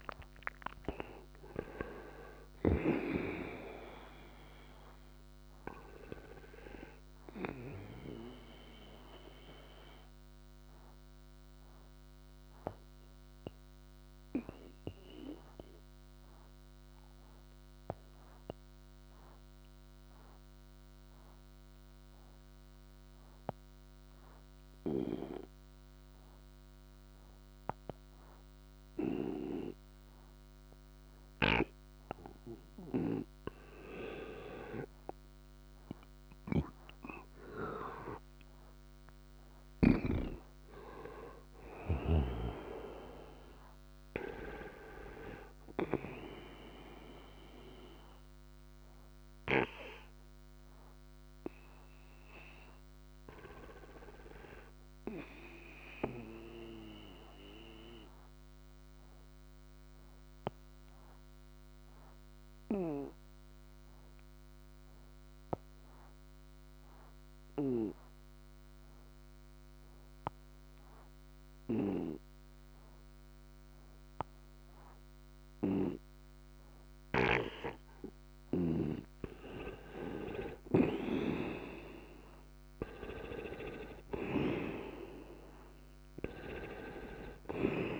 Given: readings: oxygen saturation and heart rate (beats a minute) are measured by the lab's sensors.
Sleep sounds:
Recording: breathing in sleep by a microphone on the trachea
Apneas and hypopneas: 2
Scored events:
0.00-3.00 s: snoring (device-marked)
0.00-23.50 s: oxygen desaturation (device-marked, oxygen 89% lowest, heart rate 59 extreme)
9.00-37.50 s: obstructive apnea (oxygen 97% before, 89% lowest, heart rate 71 before, 59 extreme, up 11 after)
38.50-43.00 s: arousal
40.50-63.50 s: oxygen desaturation (device-marked, oxygen 97% before, 90% lowest, heart rate 62 before, 61 extreme)
47.50-78.50 s: obstructive apnea (oxygen 97% before, 89% lowest, heart rate 66 before, 61 extreme, up 19 after)
79.50-84.50 s: arousal
80.50-88.00 s: oxygen desaturation (device-marked, oxygen 97% before, 89% lowest, heart rate 62 before, 58 extreme)
From the record:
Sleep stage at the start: N2 (light sleep)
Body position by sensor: on the right side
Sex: male

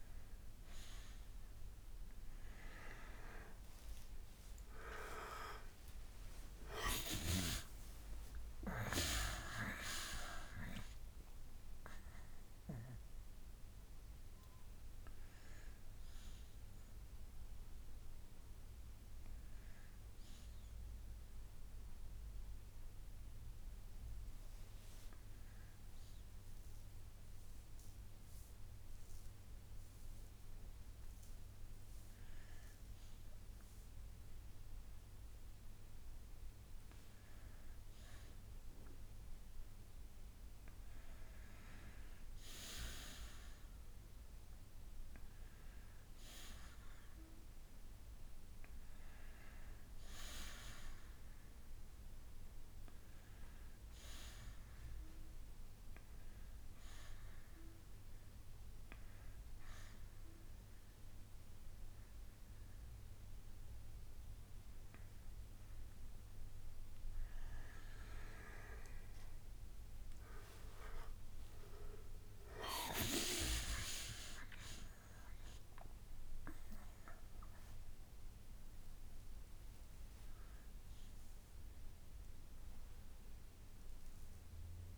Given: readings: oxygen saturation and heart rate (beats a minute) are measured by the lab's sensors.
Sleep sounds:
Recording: breathing in sleep by a room microphone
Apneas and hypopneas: 1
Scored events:
2.50-6.00 s: arousal
17.00-34.00 s: hypopnea (oxygen 92% before, 89% lowest, heart rate 74 before, 52 extreme, up 10 after)
22.50-25.50 s: bradycardia (device-marked, heart rate 72 before, 59 extreme)
36.50-59.50 s: oxygen desaturation (device-marked, oxygen 96% before, 89% lowest, heart rate 67 before, 49 extreme)
37.50-41.50 s: arousal
49.50-62.50 s: bradycardia (device-marked, heart rate 72 before, 49 extreme)
68.00-72.00 s: arousal
From the record:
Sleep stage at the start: N1 (lightest sleep)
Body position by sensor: on the back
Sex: male

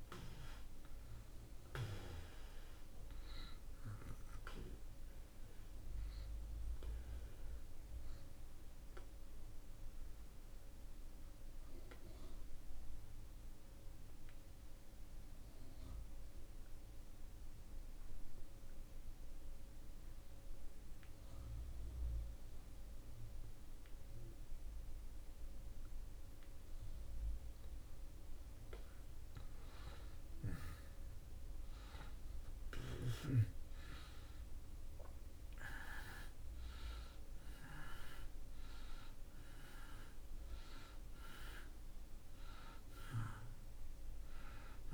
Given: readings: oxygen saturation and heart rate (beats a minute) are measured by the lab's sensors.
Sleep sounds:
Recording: breathing in sleep by a room microphone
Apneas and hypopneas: 1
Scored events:
0.00-15.00 s: oxygen desaturation (device-marked, oxygen 82% lowest)
8.50-27.00 s: obstructive apnea (oxygen 98% before, 80% lowest)
30.00-35.00 s: arousal
33.00-44.93 s: oxygen desaturation (device-marked, oxygen 95% before, 80% lowest)
From the record:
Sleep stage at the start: N2 (light sleep)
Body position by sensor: on the back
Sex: male

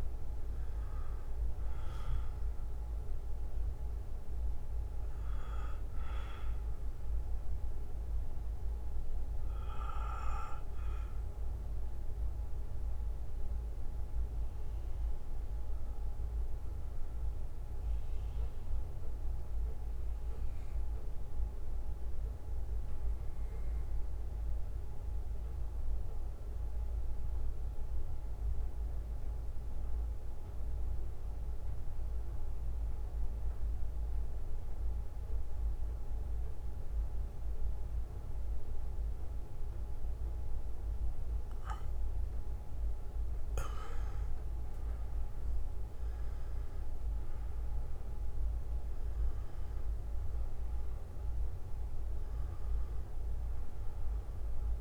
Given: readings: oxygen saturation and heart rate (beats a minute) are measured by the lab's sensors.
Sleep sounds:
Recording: breathing in sleep, hard to hear, by a room microphone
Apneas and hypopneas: 1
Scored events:
4.50-7.50 s: bradycardia (device-marked, heart rate 60 before, 59 extreme)
9.50-28.50 s: bradycardia (device-marked, heart rate 60 before, 55 extreme)
18.50-28.50 s: oxygen desaturation (device-marked, oxygen 96% before, 91% lowest, heart rate 61 before, 58 extreme)
19.00-43.00 s: central apnea (oxygen 96% before, 91% lowest, heart rate 61 before, 58 extreme, up 12 after)
45.00-49.50 s: arousal
From the record:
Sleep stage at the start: N2 (light sleep)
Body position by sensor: on the back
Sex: male

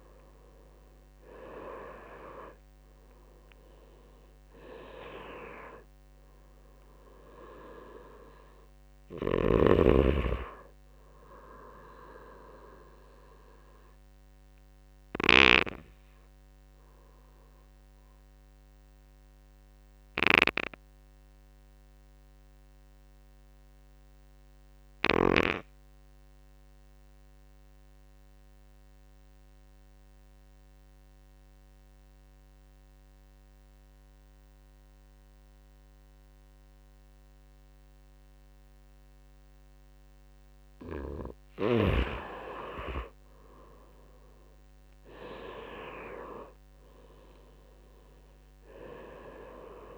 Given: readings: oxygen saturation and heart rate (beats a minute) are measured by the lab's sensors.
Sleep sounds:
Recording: breathing in sleep by a microphone on the trachea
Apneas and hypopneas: 1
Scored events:
0.00-2.50 s: arousal
0.00-13.50 s: oxygen desaturation (device-marked, oxygen 85% lowest)
13.50-40.00 s: obstructive apnea (oxygen 97% before, 86% lowest)
30.50-49.98 s: oxygen desaturation (device-marked, oxygen 99% before, 86% lowest)
41.50-45.50 s: arousal
From the record:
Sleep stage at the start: N2 (light sleep)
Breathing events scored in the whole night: 243 in 4.0 hours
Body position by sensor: on the right side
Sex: male

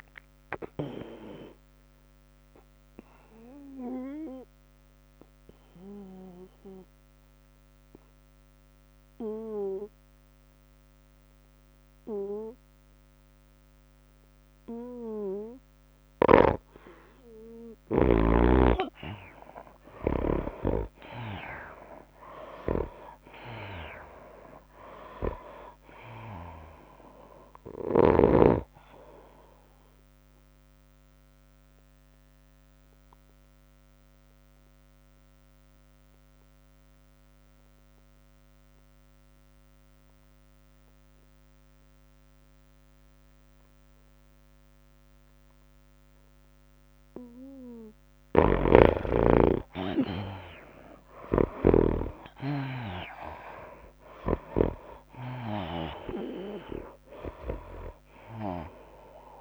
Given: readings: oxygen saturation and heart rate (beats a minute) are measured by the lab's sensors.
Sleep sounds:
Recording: breathing in sleep by a microphone on the trachea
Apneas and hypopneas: 2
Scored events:
0.00-11.00 s: drop in pulse transit time (device-marked, heart rate 94 extreme)
0.00-16.00 s: oxygen desaturation (device-marked, oxygen 85% lowest, heart rate 94 extreme)
1.00-11.00 s: tachycardia (device-marked, heart rate 97 before, 105 extreme)
3.00-16.50 s: obstructive apnea (oxygen 96% before, 83% lowest, heart rate 101 before, 99 extreme, up 3 after)
17.00-21.50 s: snoring (device-marked)
18.00-40.00 s: oxygen desaturation (device-marked, oxygen 97% before, 84% lowest, heart rate 100 before, 88 extreme)
19.00-21.50 s: arousal
20.00-37.00 s: tachycardia (device-marked, heart rate 97 before, 105 extreme)
28.00-39.00 s: drop in pulse transit time (device-marked, heart rate 101 before, 102 extreme)
32.00-48.00 s: obstructive apnea (oxygen 97% before, 83% lowest, heart rate 102 before, 88 extreme, up 14 after)
40.50-42.50 s: long interval between heartbeats (device-marked, heart rate 103 before, 90 extreme)
49.00-55.50 s: snoring (device-marked)
49.00-59.41 s: oxygen desaturation (device-marked, oxygen 98% before, 83% lowest, heart rate 98 before, 96 extreme)
49.50-52.50 s: arousal
52.00-59.41 s: tachycardia (device-marked, heart rate 98 before, 105 extreme)
53.00-59.41 s: drop in pulse transit time (device-marked, heart rate 97 before, 100 extreme)
From the record:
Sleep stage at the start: N2 (light sleep)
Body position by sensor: on the right side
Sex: female

